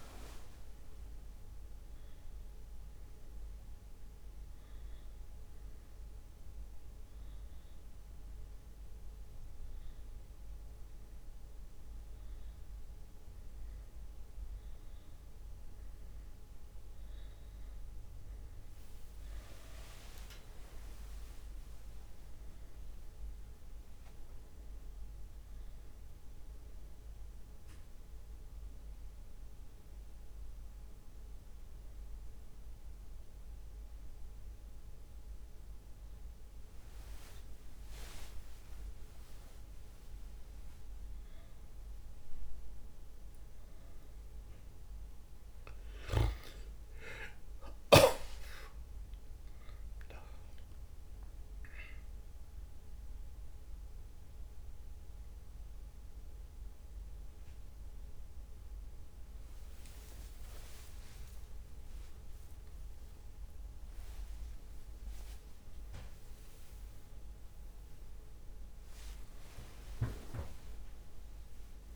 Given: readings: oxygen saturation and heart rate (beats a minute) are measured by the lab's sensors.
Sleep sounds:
breathing in sleep by a room microphone; 2
4.00-16.00 s: hypopnea (oxygen 99% before, 93% lowest, heart rate 67 before, 56 extreme, up 1 after)
17.50-20.50 s: arousal
22.50-46.50 s: oxygen desaturation (device-marked, oxygen 97% before, 93% lowest, heart rate 58 before, 55 extreme)
27.50-38.00 s: hypopnea (oxygen 99% before, 93% lowest, heart rate 57 before, 56 extreme, up 2 after)
35.50-71.96 s: new sleep stage, N2 (light sleep)
60.00-63.50 s: arousal
63.50-71.96 s: drop in pulse transit time (device-marked, heart rate 58 before, 55 extreme)
68.50-70.50 s: long interval between heartbeats (device-marked, heart rate 57 before, 60 extreme)
From the record:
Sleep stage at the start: N1 (lightest sleep); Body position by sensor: on the back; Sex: male

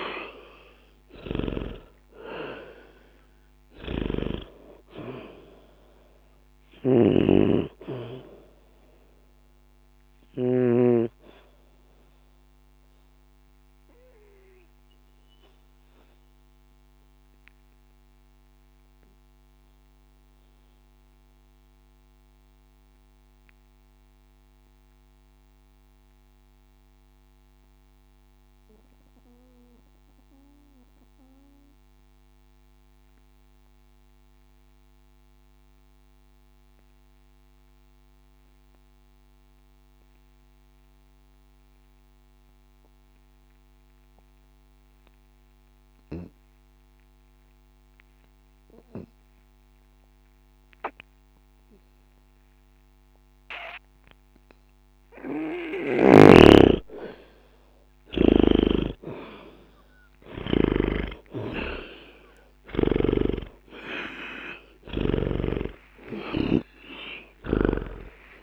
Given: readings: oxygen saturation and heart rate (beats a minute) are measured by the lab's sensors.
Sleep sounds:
breathing in sleep by a microphone on the trachea; 1
0.00-33.50 s: oxygen desaturation (device-marked, oxygen 75% lowest, heart rate 59 extreme)
7.00-11.00 s: snoring (device-marked)
10.00-57.50 s: obstructive apnea (oxygen 96% before, 74% lowest, heart rate 60 before, 59 extreme, up 0 after)
50.50-68.43 s: oxygen desaturation (device-marked, oxygen 99% before, 74% lowest, heart rate 61 before, 60 extreme)
65.50-68.43 s: arousal
From the record:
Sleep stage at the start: N2 (light sleep); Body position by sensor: on the back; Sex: male

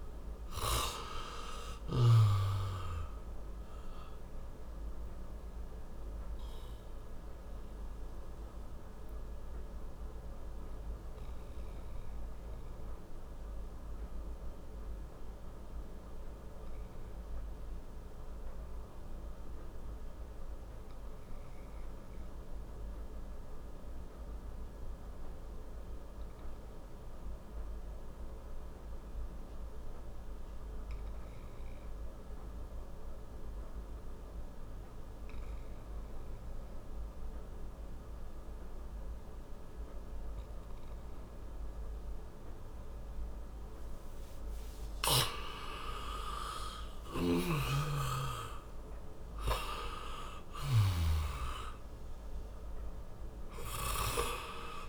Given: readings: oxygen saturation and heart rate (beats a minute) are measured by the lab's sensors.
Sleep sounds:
breathing in sleep by a room microphone; 1
0.00-1.50 s: arousal
0.00-7.50 s: oxygen desaturation (device-marked, oxygen 93% lowest, heart rate 55 extreme)
5.00-43.00 s: obstructive apnea (oxygen 98% before, 85% lowest, heart rate 63 before, 27 extreme, up 5 after)
12.50-29.50 s: oxygen desaturation (device-marked, oxygen 94% before, 86% lowest, heart rate 64 before, 27 extreme)
45.50-50.00 s: arousal
47.00-51.00 s: snoring (device-marked)
51.50-54.89 s: oxygen desaturation (device-marked, oxygen 96% before, 85% lowest, heart rate 59 before, 46 extreme)
From the record:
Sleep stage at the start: N2 (light sleep); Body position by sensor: on the back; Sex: male

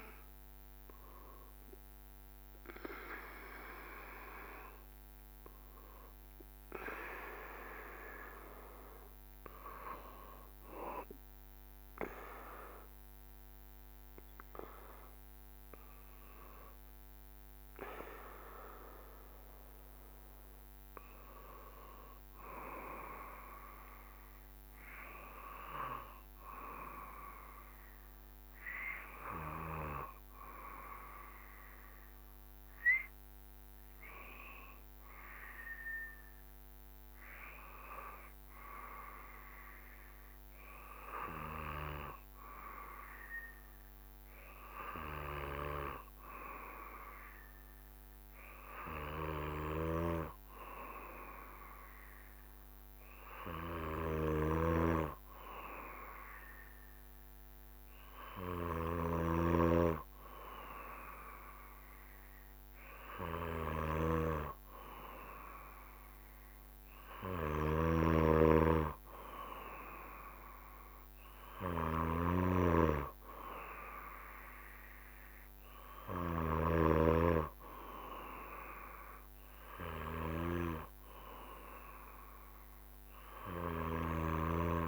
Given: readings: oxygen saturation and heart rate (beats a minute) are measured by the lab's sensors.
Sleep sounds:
breathing in sleep by a microphone on the trachea; 1
0.00-8.00 s: drop in pulse transit time (device-marked, heart rate 71 extreme)
24.00-84.88 s: new sleep stage, N2 (light sleep)
29.00-58.50 s: hypopnea (oxygen 97% before, 94% lowest, heart rate 70 before, 67 extreme, up 1 after)
54.50-59.50 s: snoring (device-marked)
64.50-68.50 s: arousal
67.50-77.00 s: snoring (device-marked)
From the record:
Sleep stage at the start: N3 (deep sleep); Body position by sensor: on the back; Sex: male

